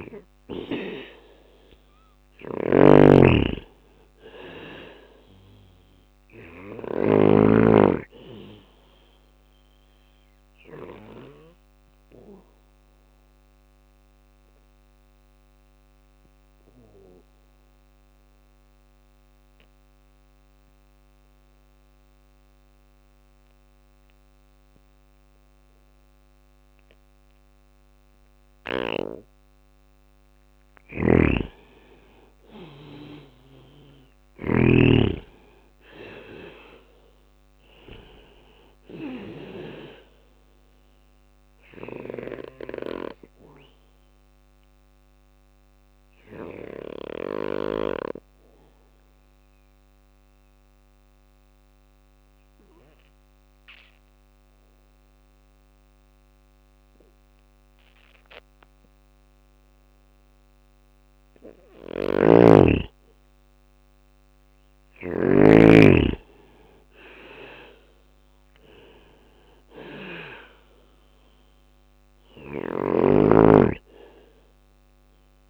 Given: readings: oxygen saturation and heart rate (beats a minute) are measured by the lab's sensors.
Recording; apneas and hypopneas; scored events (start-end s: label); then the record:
breathing in sleep by a microphone on the trachea; 2
0.00-1.50 s: arousal
0.00-6.00 s: snoring (device-marked)
0.00-20.00 s: oxygen desaturation (device-marked, oxygen 90% lowest, heart rate 58 extreme)
8.00-18.00 s: bradycardia (device-marked, heart rate 61 before, 58 extreme)
10.50-28.50 s: obstructive apnea (oxygen 98% before, 90% lowest, heart rate 59 before, 57 extreme, up 4 after)
29.00-42.00 s: drop in pulse transit time (device-marked, heart rate 60 before, 60 extreme)
29.50-33.50 s: snoring (device-marked)
30.00-33.50 s: arousal
36.00-55.00 s: oxygen desaturation (device-marked, oxygen 98% before, 90% lowest, heart rate 60 before, 57 extreme)
40.00-53.00 s: bradycardia (device-marked, heart rate 61 before, 57 extreme)
42.50-59.50 s: obstructive apnea (oxygen 98% before, 90% lowest, heart rate 61 before, 57 extreme, up 5 after)
54.00-61.00 s: bradycardia (device-marked, heart rate 61 before, 58 extreme)
60.50-64.50 s: snoring (device-marked)
62.00-66.50 s: arousal
64.00-75.50 s: drop in pulse transit time (device-marked, heart rate 58 before, 59 extreme)
69.00-75.50 s: oxygen desaturation (device-marked, oxygen 99% before, 93% lowest, heart rate 59 before, 58 extreme)
71.50-75.50 s: snoring (device-marked)
From the record:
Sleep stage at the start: N2 (light sleep); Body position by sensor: on the back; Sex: male